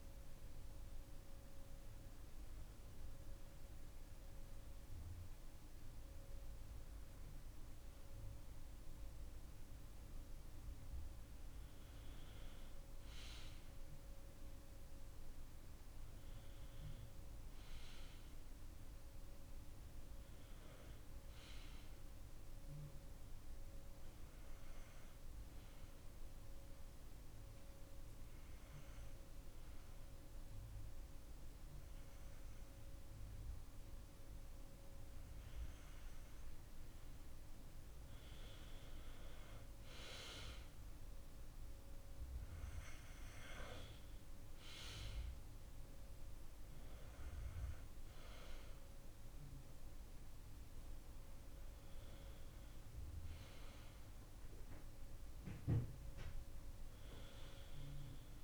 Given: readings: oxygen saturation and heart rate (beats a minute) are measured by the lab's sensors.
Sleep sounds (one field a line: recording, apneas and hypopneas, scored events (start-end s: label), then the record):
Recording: breathing in sleep, hard to hear, by a room microphone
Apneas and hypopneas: 2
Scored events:
1.00-11.50 s: obstructive apnea (oxygen 94% before, 90% lowest)
14.00-19.00 s: arousal
24.50-35.50 s: hypopnea (oxygen 96% before, 90% lowest)
38.50-42.00 s: arousal
42.00-58.43 s: oxygen desaturation (device-marked, oxygen 94% before, 90% lowest)
From the record:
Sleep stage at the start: N2 (light sleep)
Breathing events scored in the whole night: 217 in 6.2 hours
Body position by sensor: on the back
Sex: male